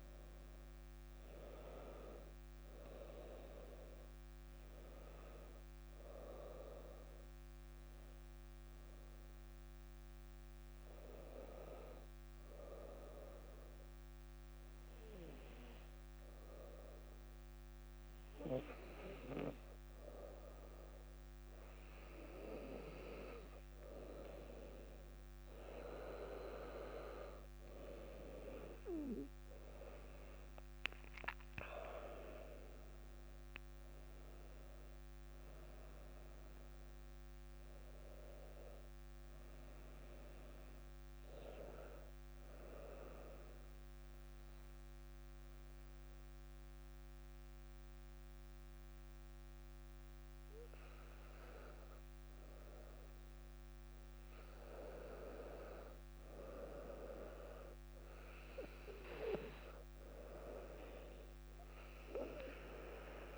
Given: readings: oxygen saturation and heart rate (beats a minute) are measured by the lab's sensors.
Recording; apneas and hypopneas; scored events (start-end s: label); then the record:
breathing in sleep by a microphone on the trachea; 2
0.00-4.50 s: oxygen desaturation (device-marked, oxygen 93% lowest, heart rate 57 extreme)
8.00-20.00 s: hypopnea (oxygen 99% before, 95% lowest, heart rate 60 before, 59 extreme, up 2 after)
27.50-32.50 s: arousal
28.50-42.50 s: oxygen desaturation (device-marked, oxygen 98% before, 95% lowest, heart rate 59 before, 57 extreme)
44.00-55.00 s: hypopnea (oxygen 99% before, 96% lowest, heart rate 62 before, 57 extreme, up 3 after)
57.50-62.00 s: arousal
From the record:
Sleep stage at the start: N2 (light sleep); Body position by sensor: on the back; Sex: female